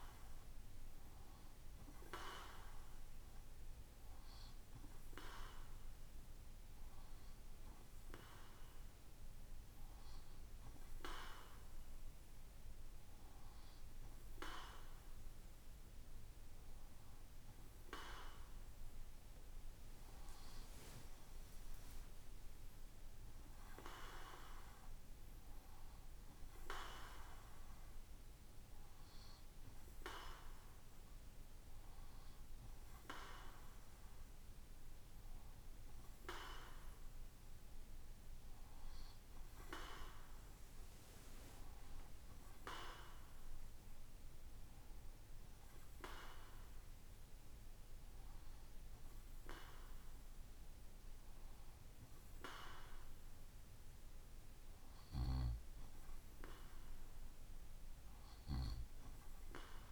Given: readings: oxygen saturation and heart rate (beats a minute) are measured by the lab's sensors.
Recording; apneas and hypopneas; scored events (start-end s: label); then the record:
breathing in sleep by a room microphone; none
none scored
From the record:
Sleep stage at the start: N2 (light sleep); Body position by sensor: on the right side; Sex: male